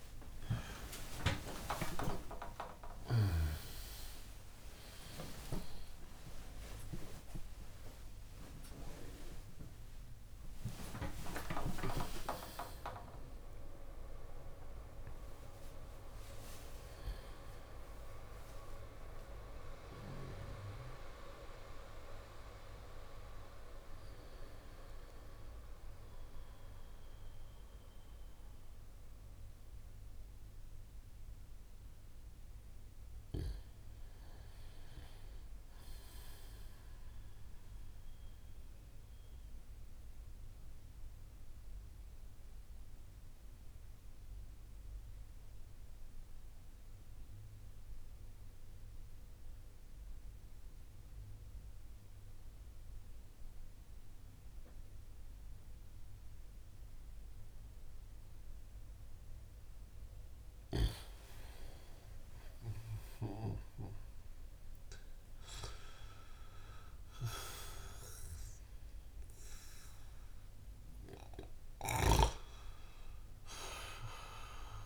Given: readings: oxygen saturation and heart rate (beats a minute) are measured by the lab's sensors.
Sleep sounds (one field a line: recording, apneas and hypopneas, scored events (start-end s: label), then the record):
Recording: a person partly awake in a sleep study, by a room microphone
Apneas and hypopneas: 1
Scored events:
1.00-31.00 s: new sleep stage, awake
31.00-61.00 s: new sleep stage, N1 (lightest sleep)
37.50-59.50 s: obstructive apnea (oxygen 100% before, 93% lowest)
61.00-64.50 s: arousal
61.00-74.86 s: new sleep stage, N2 (light sleep)
61.00-74.86 s: oxygen desaturation (device-marked, oxygen 97% before, 93% lowest)
From the record:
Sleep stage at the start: N1 (lightest sleep)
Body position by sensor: on the back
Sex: male